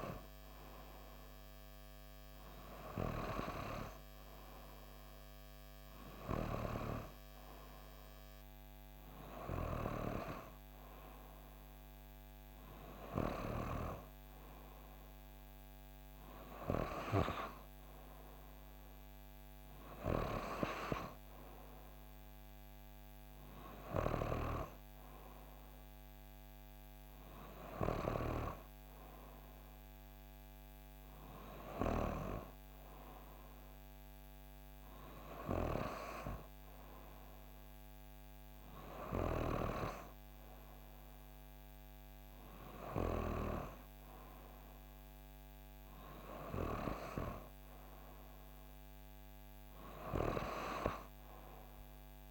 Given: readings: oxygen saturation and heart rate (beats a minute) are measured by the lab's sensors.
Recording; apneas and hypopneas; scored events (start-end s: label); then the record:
breathing in sleep by a microphone on the trachea; none
none scored
From the record:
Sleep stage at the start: N3 (deep sleep); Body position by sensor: on the back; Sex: female